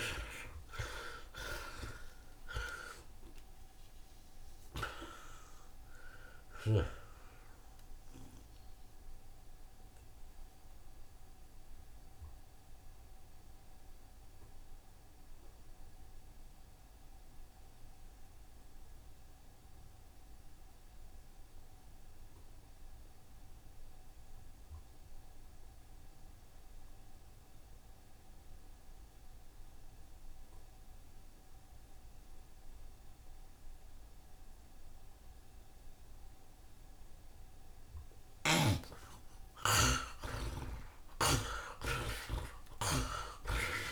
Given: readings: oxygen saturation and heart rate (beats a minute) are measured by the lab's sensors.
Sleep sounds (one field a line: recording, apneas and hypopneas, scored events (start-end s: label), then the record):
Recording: breathing in sleep by a room microphone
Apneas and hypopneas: 1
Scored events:
0.00-1.50 s: arousal
0.00-23.50 s: oxygen desaturation (device-marked, oxygen 49% lowest, heart rate 60 extreme)
2.50-8.50 s: tachycardia (device-marked, heart rate 80 before, 111 extreme)
5.50-7.50 s: long interval between heartbeats (device-marked, heart rate 91 before, 101 extreme)
10.00-37.50 s: mixed apnea (oxygen 62% before, 49% lowest, heart rate 95 before, 60 extreme, up 59 after)
29.50-43.91 s: oxygen desaturation (device-marked, oxygen 90% before, 52% lowest, heart rate 74 before, 63 extreme)
38.50-43.91 s: snoring (device-marked)
39.00-43.91 s: arousal
39.50-43.91 s: tachycardia (device-marked, heart rate 80 before, 129 extreme)
40.50-42.50 s: long interval between heartbeats (device-marked, heart rate 70 before, 98 extreme)
42.50-43.91 s: long interval between heartbeats (device-marked, heart rate 73 before, 109 extreme)
From the record:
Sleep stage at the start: N2 (light sleep)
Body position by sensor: on the right side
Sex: male